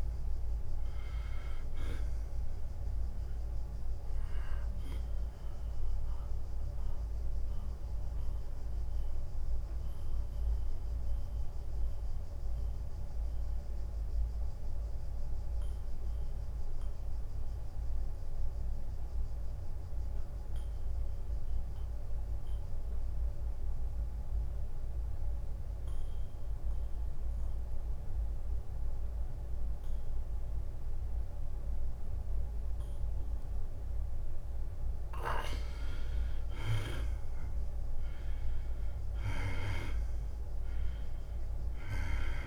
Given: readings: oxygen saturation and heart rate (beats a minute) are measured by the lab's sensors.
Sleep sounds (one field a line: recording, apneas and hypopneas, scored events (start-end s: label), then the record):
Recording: breathing in sleep by a room microphone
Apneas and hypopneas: 1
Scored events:
0.00-9.00 s: drop in pulse transit time (device-marked, heart rate 85 extreme)
0.00-9.00 s: oxygen desaturation (device-marked, oxygen 93% lowest, heart rate 83 extreme)
4.00-36.00 s: mixed apnea (oxygen 99% before, 82% lowest, heart rate 88 before, 83 extreme, up 6 after)
17.00-27.00 s: oxygen desaturation (device-marked, oxygen 94% before, 82% lowest, heart rate 87 before, 83 extreme)
29.00-42.47 s: drop in pulse transit time (device-marked, heart rate 84 before, 83 extreme)
38.00-42.00 s: arousal
From the record:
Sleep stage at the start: N2 (light sleep)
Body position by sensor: on the back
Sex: male